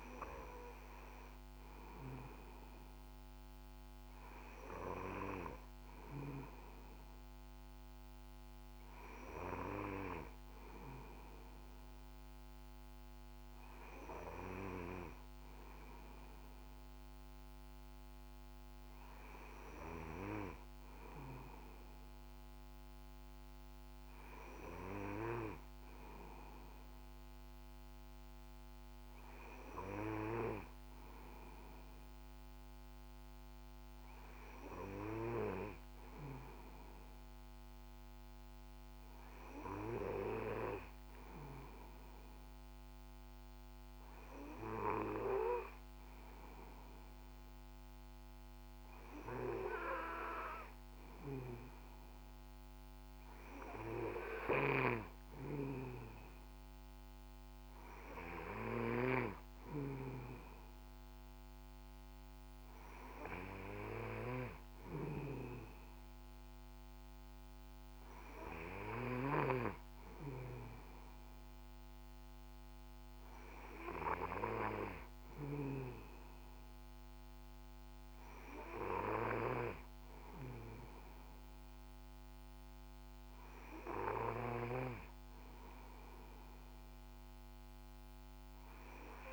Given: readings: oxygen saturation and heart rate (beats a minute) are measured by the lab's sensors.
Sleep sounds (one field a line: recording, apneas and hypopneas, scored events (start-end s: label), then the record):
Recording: breathing in sleep by a microphone on the trachea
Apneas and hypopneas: none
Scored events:
none scored
From the record:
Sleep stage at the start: N2 (light sleep)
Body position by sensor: on the back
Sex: male